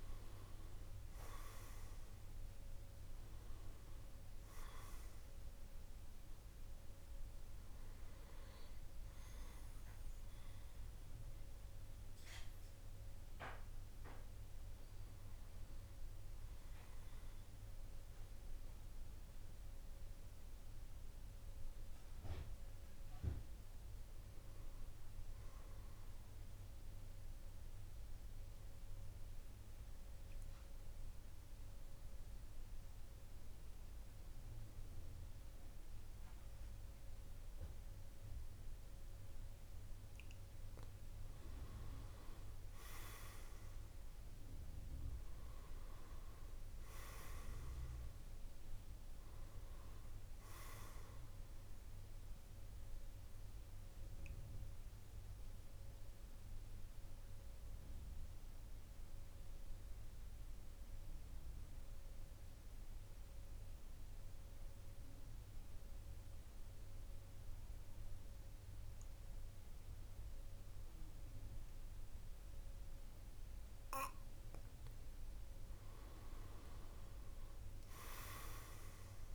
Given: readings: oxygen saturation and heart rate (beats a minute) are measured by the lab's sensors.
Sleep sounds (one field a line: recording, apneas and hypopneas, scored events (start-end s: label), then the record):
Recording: breathing in sleep by a room microphone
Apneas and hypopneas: 3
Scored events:
0.00-20.50 s: oxygen desaturation (device-marked, oxygen 94% lowest, heart rate 45 extreme)
8.00-20.00 s: hypopnea (oxygen 98% before, 93% lowest, heart rate 53 before, 45 extreme, up 7 after)
22.50-24.50 s: arousal
27.50-40.00 s: obstructive apnea (oxygen 99% before, 91% lowest, heart rate 49 before, 45 extreme, up 10 after)
42.00-45.50 s: arousal
44.50-65.50 s: oxygen desaturation (device-marked, oxygen 97% before, 93% lowest, heart rate 50 before, 45 extreme)
53.00-72.50 s: obstructive apnea (oxygen 99% before, 91% lowest, heart rate 53 before, 45 extreme, up 9 after)
75.50-78.50 s: arousal
From the record:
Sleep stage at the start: N2 (light sleep)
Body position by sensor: on the back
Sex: male